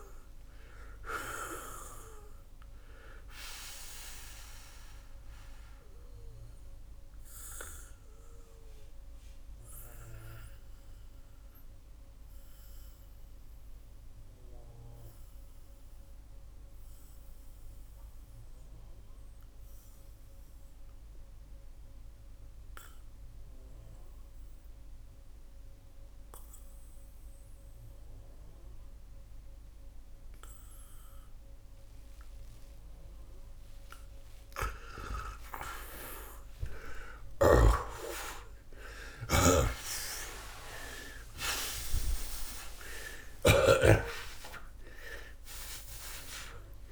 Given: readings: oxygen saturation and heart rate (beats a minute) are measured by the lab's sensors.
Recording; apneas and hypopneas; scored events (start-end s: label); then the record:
breathing in sleep by a room microphone; 1
4.00-32.50 s: mixed apnea (oxygen 92% before, 79% lowest, heart rate 76 before, 63 extreme, up 30 after)
12.50-30.50 s: oxygen desaturation (device-marked, oxygen 91% before, 82% lowest, heart rate 82 before, 63 extreme)
34.50-40.00 s: arousal
37.00-46.91 s: snoring (device-marked)
From the record:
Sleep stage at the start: N2 (light sleep); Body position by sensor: on the back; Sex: male